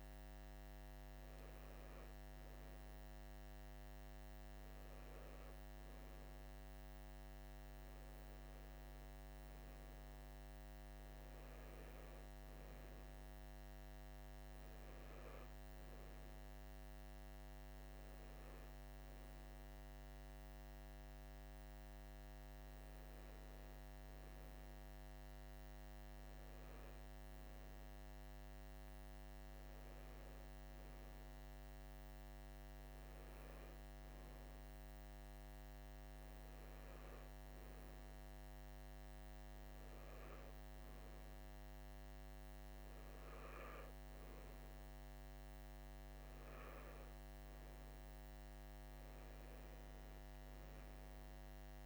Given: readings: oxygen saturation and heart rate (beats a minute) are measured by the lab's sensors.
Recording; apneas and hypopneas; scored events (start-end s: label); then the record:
breathing in sleep, hard to hear, by a microphone on the trachea; none
none scored
From the record:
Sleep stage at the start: N2 (light sleep); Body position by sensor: on the right side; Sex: male